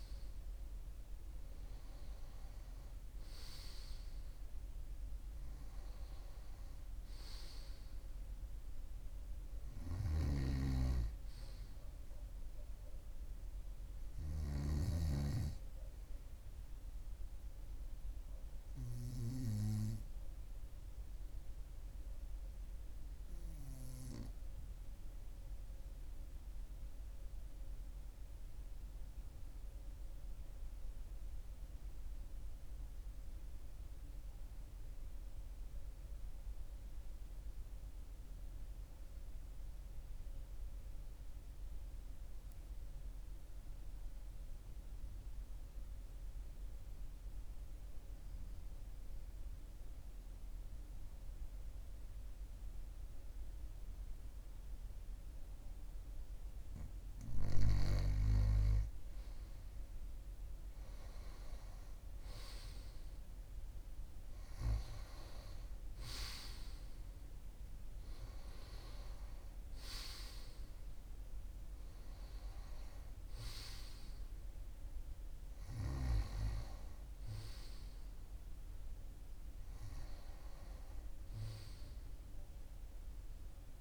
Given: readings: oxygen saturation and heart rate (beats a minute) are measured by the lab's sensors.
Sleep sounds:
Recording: breathing in sleep by a room microphone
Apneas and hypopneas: 1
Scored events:
5.50-22.50 s: oxygen desaturation (device-marked, oxygen 96% before, 93% lowest, heart rate 44 before, 41 extreme)
9.50-14.50 s: snoring (device-marked)
22.50-57.00 s: obstructive apnea (oxygen 98% before, 93% lowest, heart rate 43 before, 41 extreme, up 3 after)
59.00-64.00 s: arousal
From the record:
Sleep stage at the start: N2 (light sleep)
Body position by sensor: on the right side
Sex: male

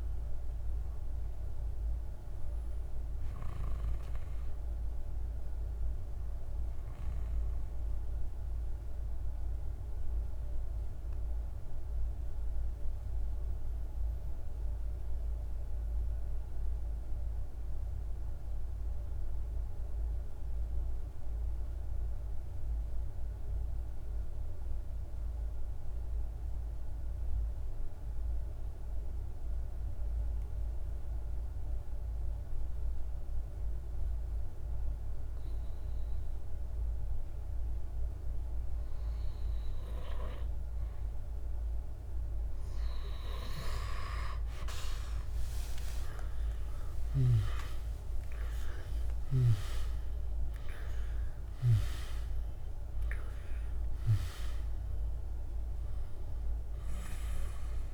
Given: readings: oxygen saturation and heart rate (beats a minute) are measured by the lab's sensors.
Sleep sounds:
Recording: breathing in sleep by a room microphone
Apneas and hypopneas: 1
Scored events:
0.00-19.50 s: oxygen desaturation (device-marked, oxygen 88% lowest, heart rate 36 extreme)
6.00-41.50 s: mixed apnea (oxygen 97% before, 88% lowest)
31.50-57.93 s: oxygen desaturation (device-marked, oxygen 99% before, 88% lowest)
45.00-49.00 s: arousal
From the record:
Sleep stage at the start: N2 (light sleep)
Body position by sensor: on the back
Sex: male

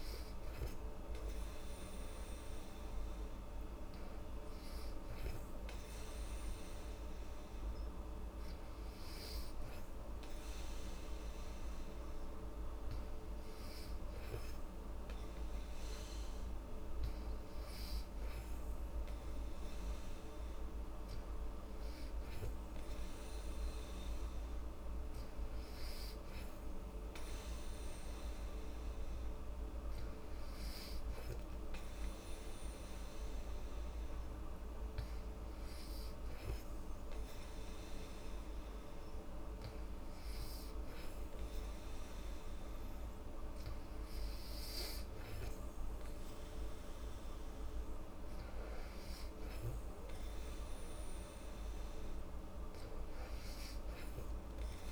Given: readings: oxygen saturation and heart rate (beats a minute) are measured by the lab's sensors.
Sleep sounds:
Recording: breathing in sleep, hard to hear, by a room microphone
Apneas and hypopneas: none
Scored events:
none scored
From the record:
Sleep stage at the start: N2 (light sleep)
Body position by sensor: on the back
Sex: female

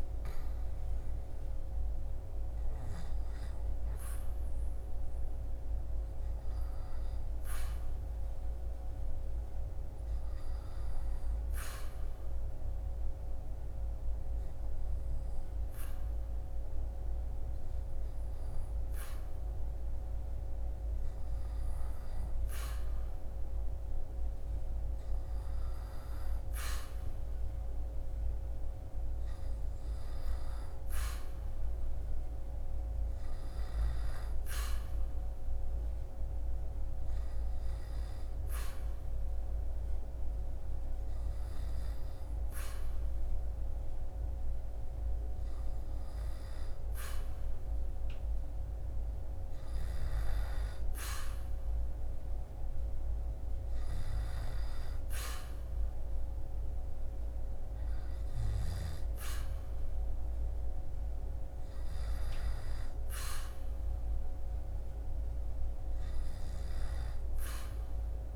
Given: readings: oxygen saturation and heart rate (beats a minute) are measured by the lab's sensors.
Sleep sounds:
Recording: breathing in sleep, hard to hear, by a room microphone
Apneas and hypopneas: 2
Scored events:
2.50-20.50 s: hypopnea (oxygen 98% before, 95% lowest, heart rate 69 before, 66 extreme, up 7 after)
24.00-29.50 s: arousal
36.50-46.50 s: obstructive apnea (oxygen 98% before, 95% lowest, heart rate 70 before, 65 extreme, up 6 after)
50.50-56.00 s: arousal
From the record:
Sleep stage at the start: N2 (light sleep)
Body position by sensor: on the back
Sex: male

